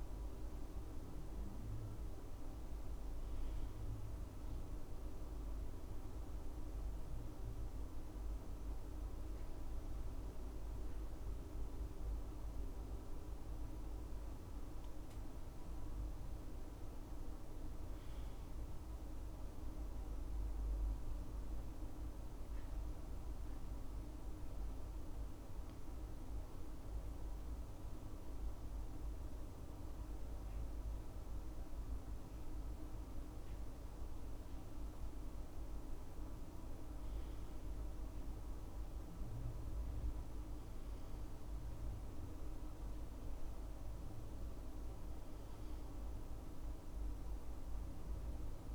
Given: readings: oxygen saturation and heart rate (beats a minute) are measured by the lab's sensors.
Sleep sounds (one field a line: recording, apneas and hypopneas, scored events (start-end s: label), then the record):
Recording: breathing in sleep, hard to hear, by a room microphone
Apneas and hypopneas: 1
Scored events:
0.00-7.00 s: oxygen desaturation (device-marked, oxygen 94% lowest, heart rate 63 extreme)
14.50-18.50 s: arousal
22.50-33.50 s: hypopnea (oxygen 97% before, 95% lowest, heart rate 71 before, 64 extreme, up 7 after)
35.50-39.50 s: arousal
From the record:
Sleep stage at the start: N2 (light sleep)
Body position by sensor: on the back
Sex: male